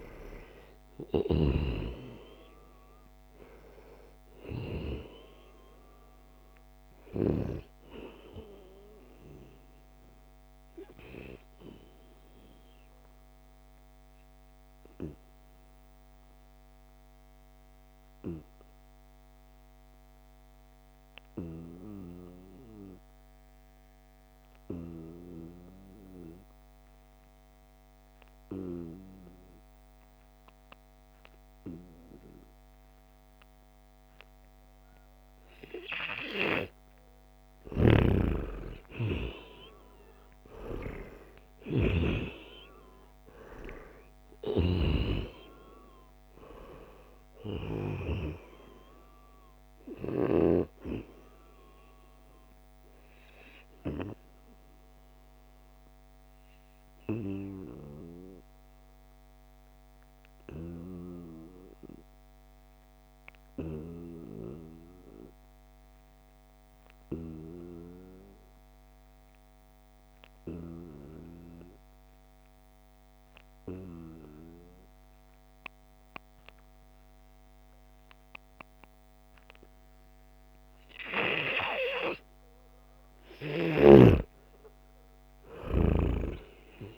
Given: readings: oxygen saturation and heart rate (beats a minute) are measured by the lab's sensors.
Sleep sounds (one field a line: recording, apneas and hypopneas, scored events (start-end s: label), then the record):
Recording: breathing in sleep by a microphone on the trachea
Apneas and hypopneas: 2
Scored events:
0.00-1.50 s: snoring (device-marked)
0.00-14.50 s: oxygen desaturation (device-marked, oxygen 89% lowest, heart rate 70 extreme)
10.00-36.00 s: obstructive apnea (oxygen 97% before, 89% lowest, heart rate 80 before, 70 extreme, up 12 after)
35.50-65.50 s: oxygen desaturation (device-marked, oxygen 97% before, 90% lowest, heart rate 73 before, 67 extreme)
37.50-45.00 s: snoring (device-marked)
38.00-42.00 s: arousal
52.00-82.50 s: obstructive apnea (oxygen 97% before, 88% lowest, heart rate 77 before, 67 extreme, up 2 after)
79.50-86.98 s: oxygen desaturation (device-marked, oxygen 97% before, 88% lowest, heart rate 72 before, 67 extreme)
84.00-86.98 s: arousal
From the record:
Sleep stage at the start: N2 (light sleep)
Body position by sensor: on the back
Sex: male